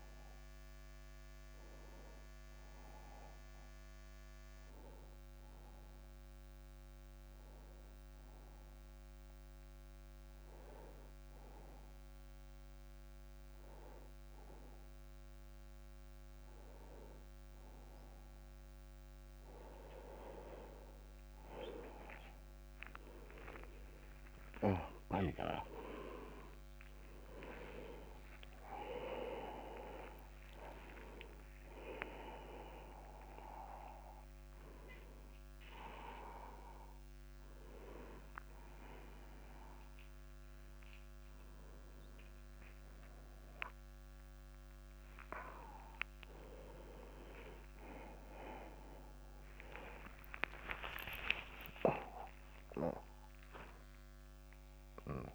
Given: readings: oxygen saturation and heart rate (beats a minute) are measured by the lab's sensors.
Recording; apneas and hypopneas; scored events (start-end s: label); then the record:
a person awake in a sleep study, by a microphone on the trachea; none
9.50-55.35 s: new sleep stage, awake
24.50-29.50 s: tachycardia (device-marked, heart rate 48 before, 123 extreme)
From the record:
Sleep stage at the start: N1 (lightest sleep); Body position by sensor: on the back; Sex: male